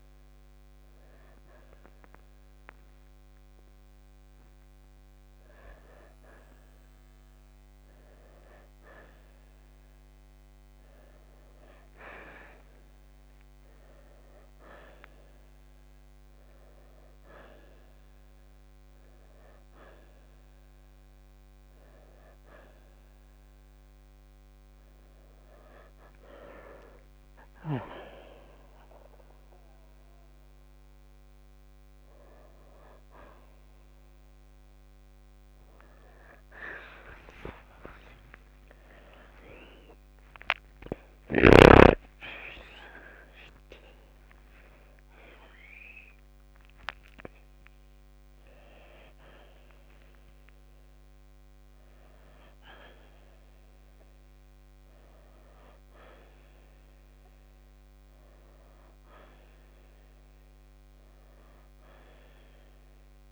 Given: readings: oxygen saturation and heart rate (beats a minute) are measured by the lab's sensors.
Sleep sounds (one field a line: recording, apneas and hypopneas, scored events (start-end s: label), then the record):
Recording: a person awake in a sleep study, by a microphone on the trachea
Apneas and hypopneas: none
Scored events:
17.00-63.32 s: new sleep stage, awake
From the record:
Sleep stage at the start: N2 (light sleep)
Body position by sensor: on the right side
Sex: male